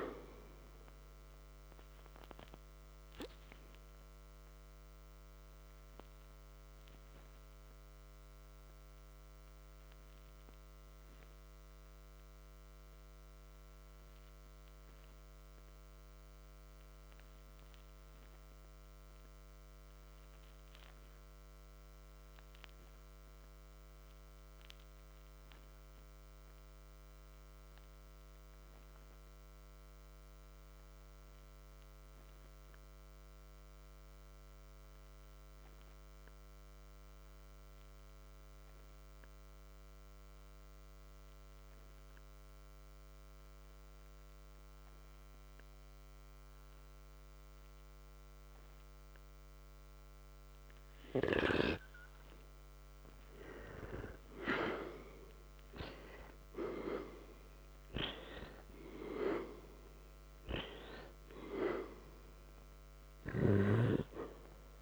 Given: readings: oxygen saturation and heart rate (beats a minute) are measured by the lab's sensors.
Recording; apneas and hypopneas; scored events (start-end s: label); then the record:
breathing in sleep by a microphone on the trachea; 1
6.50-51.00 s: hypopnea (oxygen 97% before, 86% lowest, heart rate 56 before, 48 extreme, up 7 after)
14.00-29.00 s: oxygen desaturation (device-marked, oxygen 97% before, 88% lowest, heart rate 59 before, 48 extreme)
54.50-59.50 s: arousal
From the record:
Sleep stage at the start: N2 (light sleep); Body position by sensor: on the back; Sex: male